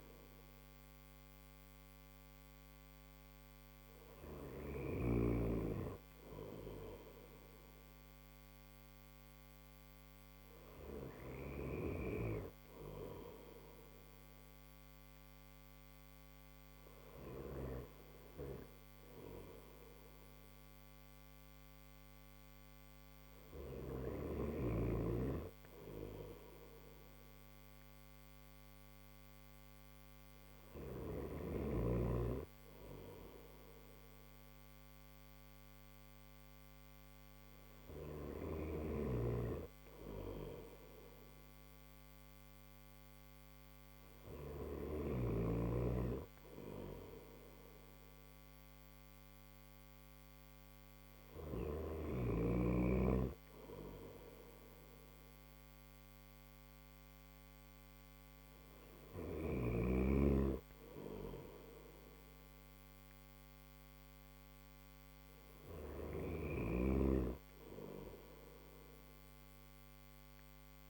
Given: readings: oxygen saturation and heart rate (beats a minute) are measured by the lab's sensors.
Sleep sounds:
breathing in sleep by a microphone on the trachea; none
12.00-70.90 s: new sleep stage, N3 (deep sleep)
38.00-44.50 s: snoring (device-marked)
From the record:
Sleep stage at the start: N1 (lightest sleep); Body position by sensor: on the right side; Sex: male

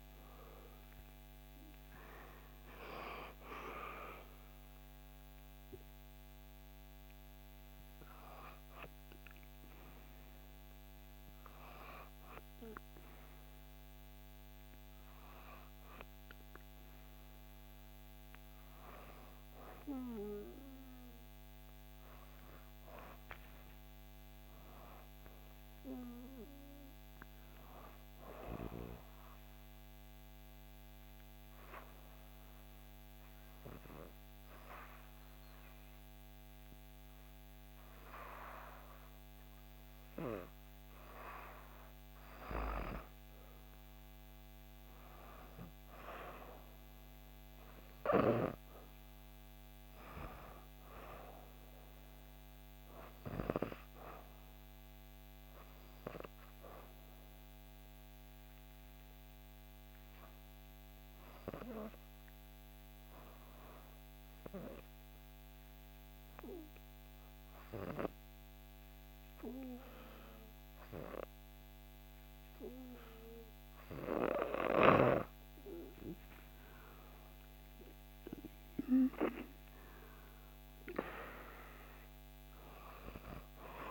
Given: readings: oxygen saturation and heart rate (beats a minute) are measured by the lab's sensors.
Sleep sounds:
breathing in sleep by a microphone on the trachea; 2
0.00-1.50 s: arousal
1.50-13.50 s: oxygen desaturation (device-marked, oxygen 94% before, 91% lowest, heart rate 67 before, 64 extreme)
23.00-26.00 s: arousal
29.00-40.00 s: obstructive apnea (oxygen 97% before, 91% lowest, heart rate 67 before, 64 extreme, up 4 after)
42.50-46.00 s: arousal
45.50-62.50 s: oxygen desaturation (device-marked, oxygen 97% before, 92% lowest, heart rate 67 before, 65 extreme)
62.00-75.50 s: obstructive apnea (oxygen 97% before, 91% lowest, heart rate 67 before, 64 extreme, up 6 after)
76.50-79.50 s: arousal
82.50-83.91 s: oxygen desaturation (device-marked, oxygen 95% before, 91% lowest, heart rate 67 before, 64 extreme)
From the record:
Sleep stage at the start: N2 (light sleep); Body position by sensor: on the back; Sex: female

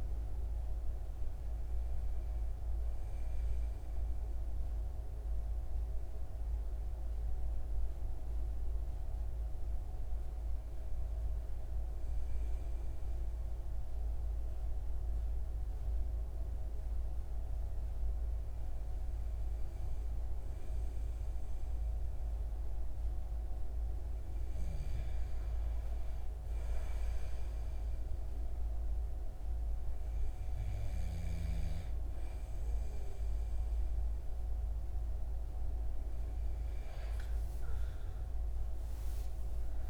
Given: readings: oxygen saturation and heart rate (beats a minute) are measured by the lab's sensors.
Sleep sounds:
breathing in sleep, hard to hear, by a room microphone; 1
4.00-20.00 s: hypopnea (oxygen 95% before, 93% lowest)
23.00-27.00 s: arousal
From the record:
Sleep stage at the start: N2 (light sleep); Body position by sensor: on the right side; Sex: male

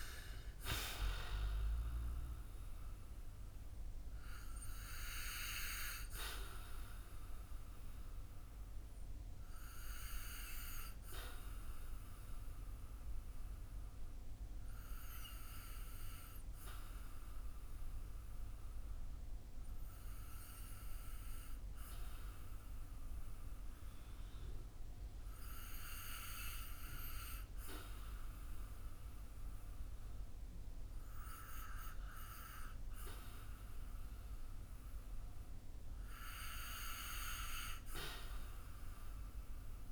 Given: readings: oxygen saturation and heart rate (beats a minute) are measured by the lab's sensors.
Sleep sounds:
breathing in sleep by a room microphone; 1
11.50-30.50 s: obstructive apnea (oxygen 94% before, 91% lowest, heart rate 57 before, 52 extreme, up 9 after)
33.00-37.50 s: arousal
From the record:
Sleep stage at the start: REM sleep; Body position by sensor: on the back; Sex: male

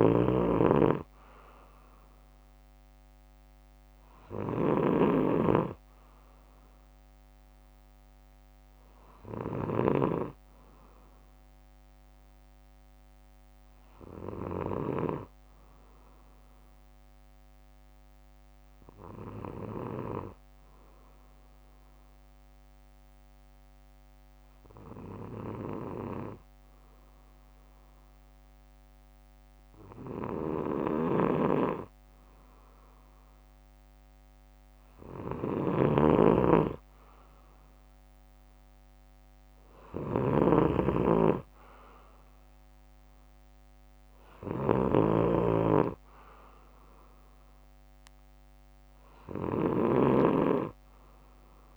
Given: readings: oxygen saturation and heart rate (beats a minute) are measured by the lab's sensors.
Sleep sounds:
breathing in sleep by a microphone on the trachea; 1
0.00-10.00 s: snoring (device-marked)
15.50-17.50 s: bradycardia (device-marked, heart rate 64 before, 60 extreme)
20.00-31.00 s: obstructive apnea (oxygen 96% before, 93% lowest, heart rate 64 before, 56 extreme, up 10 after)
25.50-27.50 s: bradycardia (device-marked, heart rate 64 before, 60 extreme)
30.50-50.00 s: snoring (device-marked)
33.50-37.00 s: arousal
From the record:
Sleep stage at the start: N2 (light sleep); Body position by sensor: on the back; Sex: male

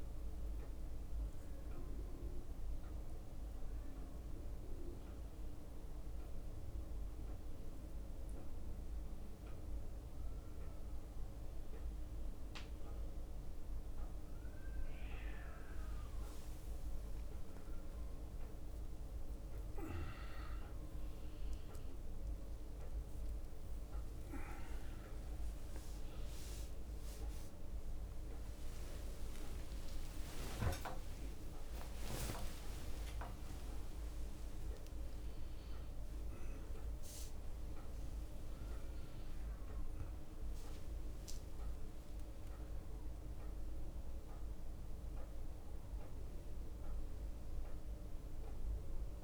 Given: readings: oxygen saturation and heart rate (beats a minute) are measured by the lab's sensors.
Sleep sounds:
a person awake in a sleep study, hard to hear, by a room microphone; none
0.00-1.50 s: leg movement (device-marked)
0.00-16.50 s: drop in pulse transit time (device-marked, heart rate 66 extreme)
10.00-14.50 s: leg movement (device-marked)
15.50-18.50 s: leg movement (device-marked)
18.00-20.00 s: long interval between heartbeats (device-marked, heart rate 68 before, 79 extreme)
25.00-27.00 s: long interval between heartbeats (device-marked, heart rate 72 before, 78 extreme)
26.50-33.50 s: tachycardia (device-marked, heart rate 68 before, 150 extreme)
28.50-37.50 s: drop in pulse transit time (device-marked, heart rate 75 before, 98 extreme)
29.50-31.50 s: long interval between heartbeats (device-marked, heart rate 76 before, 113 extreme)
31.50-33.50 s: long interval between heartbeats (device-marked, heart rate 81 before, 132 extreme)
From the record:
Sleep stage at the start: awake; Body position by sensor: on the back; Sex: male

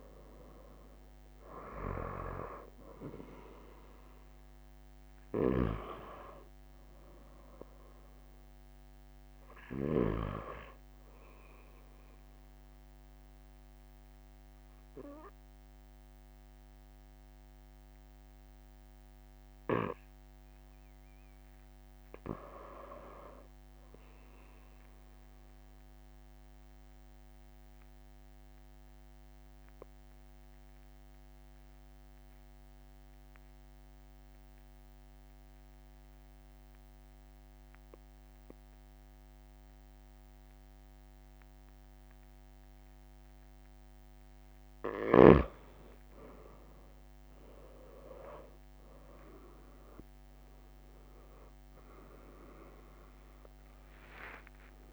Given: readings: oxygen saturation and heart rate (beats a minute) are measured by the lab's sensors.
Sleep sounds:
breathing in sleep by a microphone on the trachea; 1
21.50-23.50 s: long interval between heartbeats (device-marked)
25.00-43.00 s: obstructive apnea (oxygen 96% before, 91% lowest)
44.50-46.50 s: long interval between heartbeats (device-marked, heart rate 42 before, 47 extreme)
47.50-53.50 s: arousal
50.00-52.00 s: long interval between heartbeats (device-marked, heart rate 45 before, 34 extreme)
53.00-54.93 s: oxygen desaturation (device-marked, oxygen 95% before, 92% lowest)
From the record:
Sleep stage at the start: N2 (light sleep); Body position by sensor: on the right side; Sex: male

